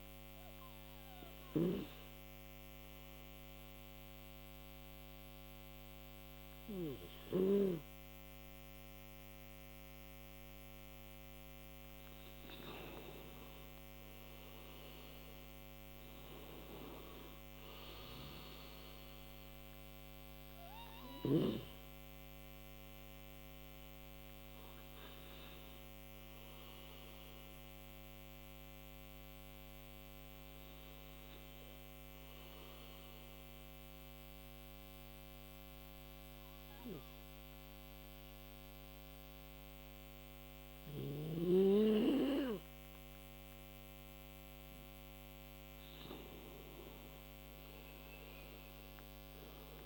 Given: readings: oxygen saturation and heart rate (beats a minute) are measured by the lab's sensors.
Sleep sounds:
breathing in sleep by a microphone on the trachea; 2
1.00-12.00 s: obstructive apnea (oxygen 94% before, 90% lowest, heart rate 71 before, 48 extreme, up 17 after)
14.00-17.00 s: arousal
21.00-31.00 s: oxygen desaturation (device-marked, oxygen 95% before, 90% lowest, heart rate 68 before, 57 extreme)
25.50-45.00 s: obstructive apnea (oxygen 95% before, 90% lowest, heart rate 64 before, 45 extreme, up 22 after)
47.50-49.86 s: arousal
From the record:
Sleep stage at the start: N2 (light sleep); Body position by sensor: on the right side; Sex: male

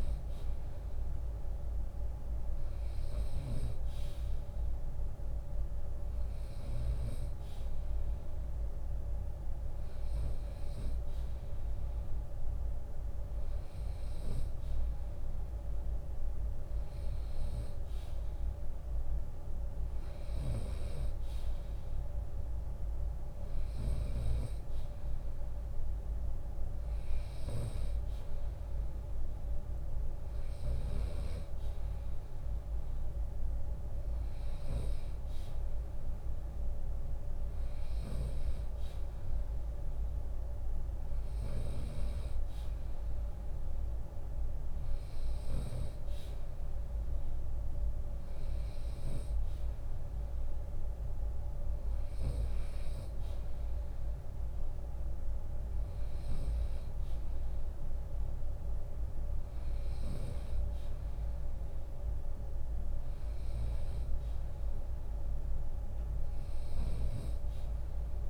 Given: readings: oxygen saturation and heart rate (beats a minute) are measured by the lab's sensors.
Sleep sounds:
breathing in sleep, hard to hear, by a room microphone; none
3.00-5.00 s: long interval between heartbeats (device-marked, heart rate 80 before, 70 extreme)
19.50-30.50 s: snoring (device-marked)
44.00-46.00 s: long interval between heartbeats (device-marked, heart rate 77 before, 69 extreme)
From the record:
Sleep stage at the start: N2 (light sleep); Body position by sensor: on the right side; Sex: male

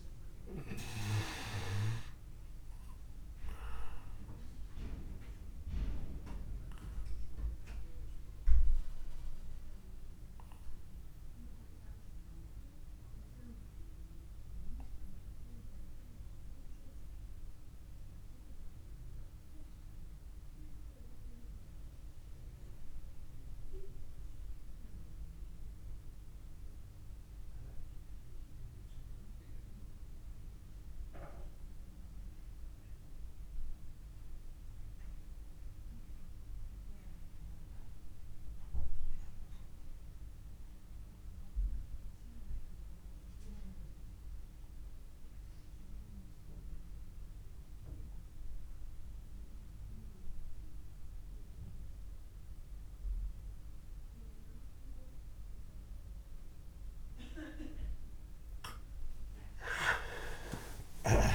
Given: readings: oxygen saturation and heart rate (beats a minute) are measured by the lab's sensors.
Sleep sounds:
breathing in sleep by a room microphone; 1
0.00-24.50 s: oxygen desaturation (device-marked, oxygen 89% lowest)
3.00-56.50 s: obstructive apnea (oxygen 100% before, 80% lowest)
8.50-61.35 s: new sleep stage, REM sleep
41.50-61.35 s: oxygen desaturation (device-marked, oxygen 98% before, 80% lowest)
59.50-61.35 s: arousal
From the record:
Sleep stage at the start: N2 (light sleep); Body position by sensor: on the back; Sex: male

